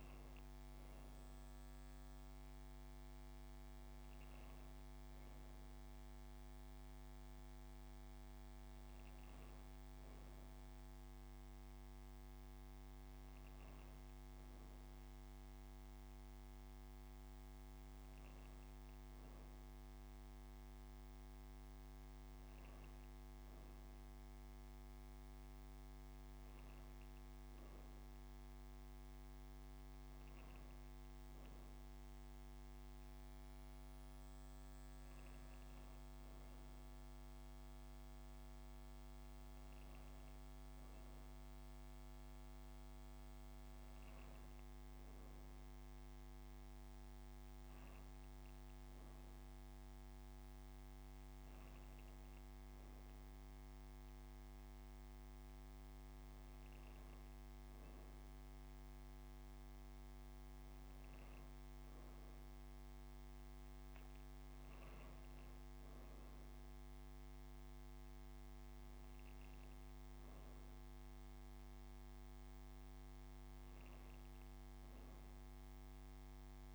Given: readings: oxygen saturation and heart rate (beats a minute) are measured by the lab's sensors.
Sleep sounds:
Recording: breathing in sleep, hard to hear, by a microphone on the trachea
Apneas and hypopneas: none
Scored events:
7.00-9.00 s: long interval between heartbeats (device-marked, heart rate 99 before, 45 extreme)
12.00-14.00 s: long interval between heartbeats (device-marked, heart rate 84 before, 38 extreme)
14.00-16.00 s: long interval between heartbeats (device-marked, heart rate 74 before, 42 extreme)
21.00-23.00 s: long interval between heartbeats (device-marked, heart rate 56 before, 120 extreme)
24.00-26.00 s: long interval between heartbeats (device-marked, heart rate 65 before, 148 extreme)
From the record:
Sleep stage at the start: N2 (light sleep)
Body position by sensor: on the right side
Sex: female

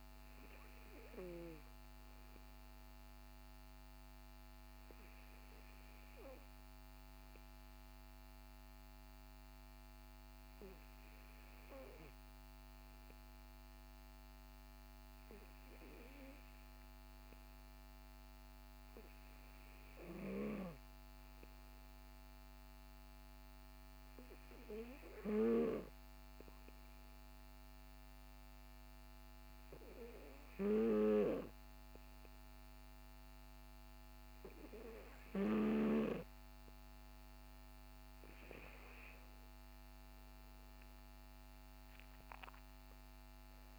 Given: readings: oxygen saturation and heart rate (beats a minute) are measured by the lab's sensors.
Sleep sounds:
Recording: breathing in sleep by a microphone on the trachea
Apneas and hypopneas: 1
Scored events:
21.50-35.00 s: obstructive apnea (oxygen 96% before, 93% lowest, heart rate 53 before, 48 extreme, up 21 after)
38.00-42.50 s: arousal
From the record:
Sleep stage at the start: N2 (light sleep)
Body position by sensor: on the back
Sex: male

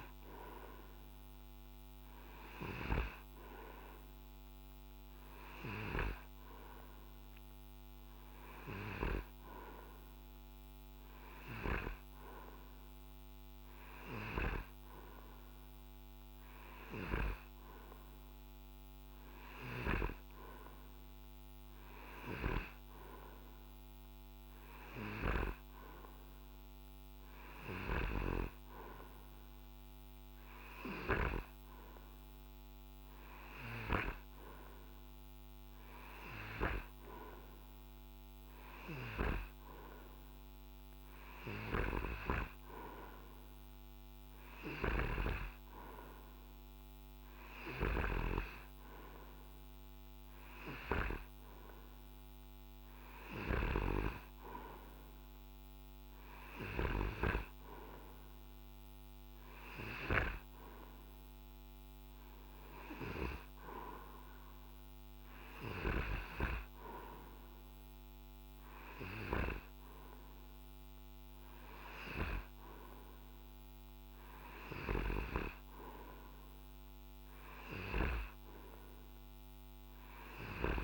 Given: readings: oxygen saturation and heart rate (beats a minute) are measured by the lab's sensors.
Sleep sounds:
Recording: breathing in sleep by a microphone on the trachea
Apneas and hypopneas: none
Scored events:
none scored
From the record:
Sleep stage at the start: N2 (light sleep)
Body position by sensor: on the right side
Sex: male

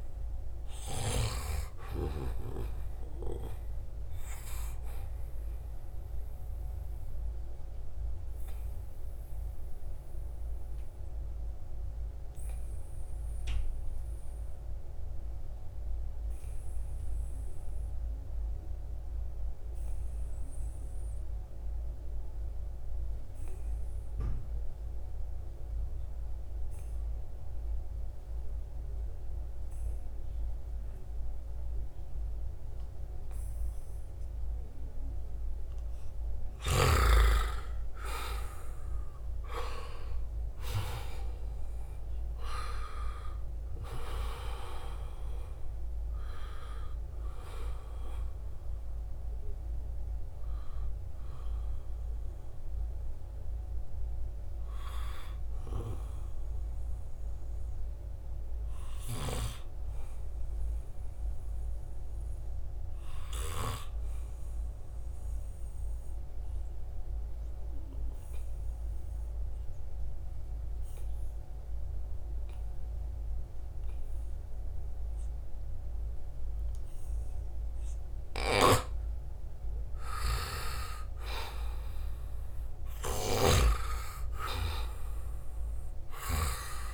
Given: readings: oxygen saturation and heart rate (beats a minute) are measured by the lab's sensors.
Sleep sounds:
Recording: breathing in sleep by a room microphone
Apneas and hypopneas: 2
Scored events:
0.00-13.00 s: oxygen desaturation (device-marked, oxygen 89% lowest, heart rate 68 extreme)
5.50-36.00 s: obstructive apnea (oxygen 97% before, 87% lowest, heart rate 77 before, 68 extreme, up 8 after)
27.00-65.00 s: oxygen desaturation (device-marked, oxygen 97% before, 87% lowest, heart rate 76 before, 68 extreme)
37.50-41.50 s: arousal
61.50-78.50 s: obstructive apnea (oxygen 94% before, 89% lowest, heart rate 81 before, 72 extreme, up 2 after)
78.00-80.00 s: long interval between heartbeats (device-marked, heart rate 77 before, 75 extreme)
78.50-83.50 s: snoring (device-marked)
79.50-84.00 s: arousal
82.00-86.94 s: oxygen desaturation (device-marked, oxygen 97% before, 91% lowest, heart rate 77 before, 68 extreme)
From the record:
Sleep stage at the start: N2 (light sleep)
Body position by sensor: on the right side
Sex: male

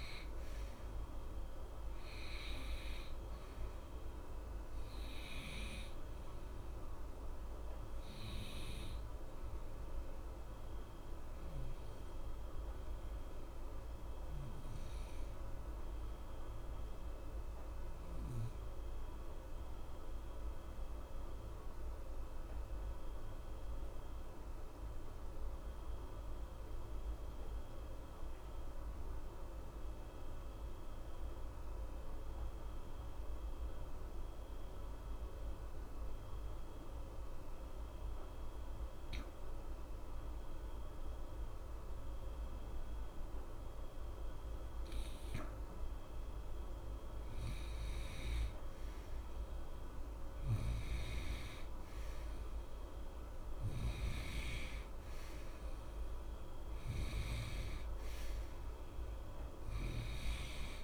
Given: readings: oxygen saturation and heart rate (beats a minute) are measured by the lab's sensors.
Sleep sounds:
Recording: breathing in sleep, hard to hear, by a room microphone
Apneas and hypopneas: 1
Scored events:
0.00-24.50 s: oxygen desaturation (device-marked, oxygen 87% lowest, heart rate 60 extreme)
14.00-46.00 s: obstructive apnea (oxygen 94% before, 86% lowest, heart rate 61 before, 60 extreme, up 2 after)
47.00-51.00 s: arousal
49.50-60.84 s: oxygen desaturation (device-marked, oxygen 95% before, 86% lowest, heart rate 62 before, 60 extreme)
From the record:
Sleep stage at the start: N2 (light sleep)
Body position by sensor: on the right side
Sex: male

